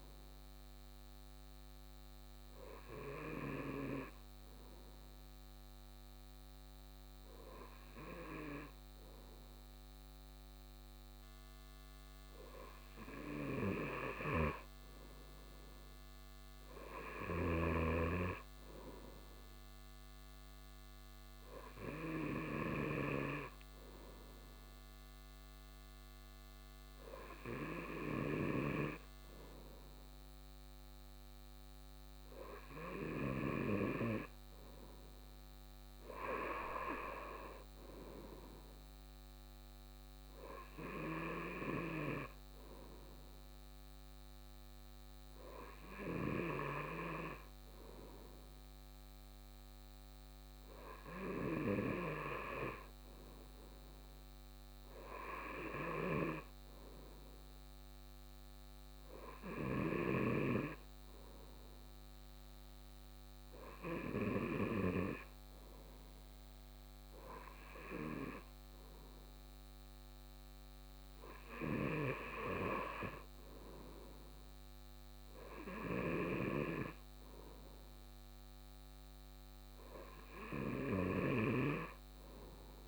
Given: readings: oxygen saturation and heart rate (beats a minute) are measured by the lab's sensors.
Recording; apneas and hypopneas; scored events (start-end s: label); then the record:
breathing in sleep by a microphone on the trachea; none
none scored
From the record:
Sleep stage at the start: N2 (light sleep); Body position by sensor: on the right side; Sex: male